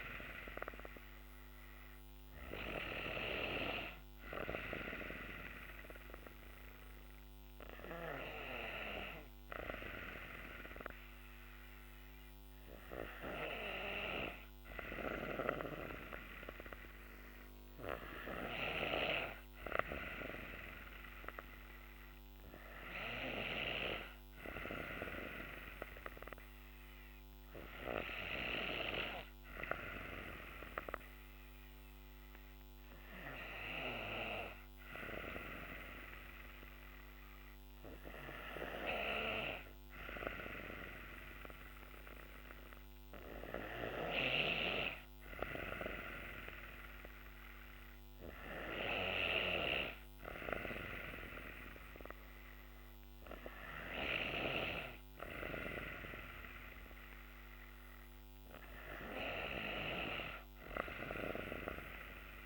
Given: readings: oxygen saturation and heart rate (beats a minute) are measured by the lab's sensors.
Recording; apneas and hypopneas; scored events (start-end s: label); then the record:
breathing in sleep by a microphone on the trachea; none
none scored
From the record:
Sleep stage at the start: N2 (light sleep); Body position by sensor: on the back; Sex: female